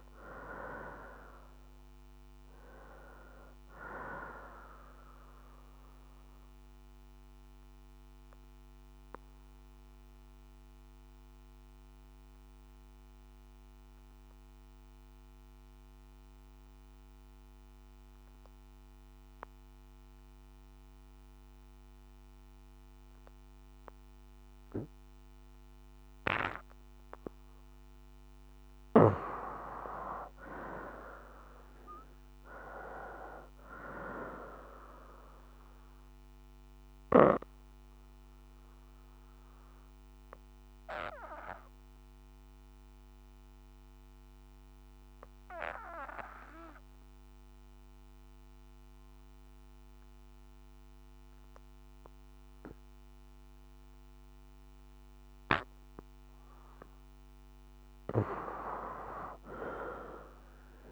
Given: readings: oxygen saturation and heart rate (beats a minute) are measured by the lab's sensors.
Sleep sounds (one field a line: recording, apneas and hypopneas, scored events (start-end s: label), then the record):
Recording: breathing in sleep by a microphone on the trachea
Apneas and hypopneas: 2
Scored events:
0.00-1.50 s: arousal
0.00-23.00 s: oxygen desaturation (device-marked, oxygen 95% before, 78% lowest, heart rate 59 before, 56 extreme)
6.50-27.00 s: obstructive apnea (oxygen 95% before, 73% lowest, heart rate 62 before, 56 extreme, up 11 after)
25.00-52.00 s: oxygen desaturation (device-marked, oxygen 97% before, 73% lowest, heart rate 61 before, 60 extreme)
29.00-33.00 s: arousal
36.50-56.50 s: obstructive apnea (oxygen 97% before, 73% lowest, heart rate 62 before, 60 extreme, up 9 after)
58.50-60.92 s: arousal
From the record:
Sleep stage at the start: N2 (light sleep)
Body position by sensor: on the left side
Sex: female